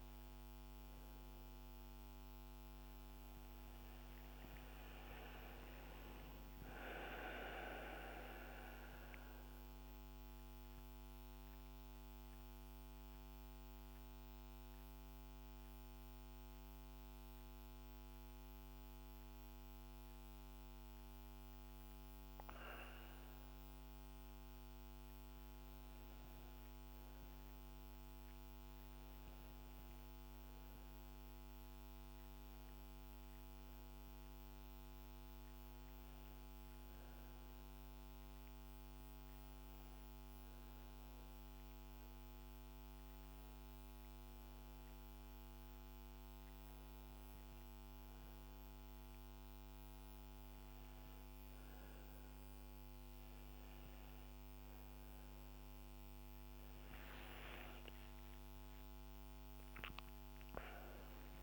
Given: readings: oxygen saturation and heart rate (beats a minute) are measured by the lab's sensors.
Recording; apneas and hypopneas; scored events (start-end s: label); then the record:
breathing in sleep, hard to hear, by a microphone on the trachea; 2
8.50-25.00 s: mixed apnea (oxygen 98% before, 95% lowest, heart rate 71 before, 68 extreme, up 6 after)
10.50-40.50 s: new sleep stage, N2 (light sleep)
27.50-31.50 s: arousal
36.50-51.00 s: hypopnea (oxygen 100% before, 95% lowest, heart rate 71 before, 71 extreme, up 3 after)
40.50-61.43 s: new sleep stage, N1 (lightest sleep)
57.50-61.43 s: arousal
From the record:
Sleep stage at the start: N1 (lightest sleep); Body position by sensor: on the back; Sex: female